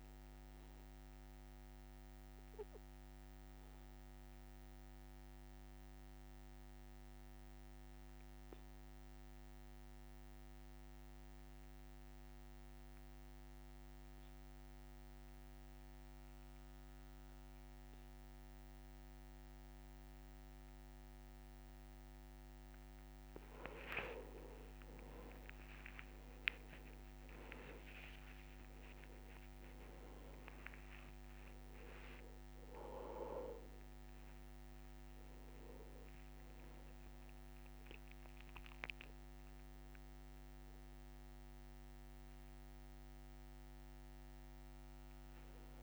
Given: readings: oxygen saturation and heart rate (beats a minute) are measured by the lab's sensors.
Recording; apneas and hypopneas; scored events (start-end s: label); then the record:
breathing in sleep by a microphone on the trachea; 1
0.00-9.00 s: oxygen desaturation (device-marked, oxygen 92% lowest, heart rate 60 extreme)
1.50-22.50 s: obstructive apnea (oxygen 98% before, 90% lowest, heart rate 63 before, 60 extreme, up 14 after)
24.00-26.00 s: long interval between heartbeats (device-marked, heart rate 61 before, 71 extreme)
24.50-30.50 s: arousal
25.00-45.83 s: oxygen desaturation (device-marked, oxygen 98% before, 90% lowest, heart rate 62 before, 61 extreme)
32.00-34.00 s: long interval between heartbeats (device-marked, heart rate 67 before, 94 extreme)
32.00-34.00 s: tachycardia (device-marked, heart rate 63 before, 94 extreme)
From the record:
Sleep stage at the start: N2 (light sleep); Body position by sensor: on the back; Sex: male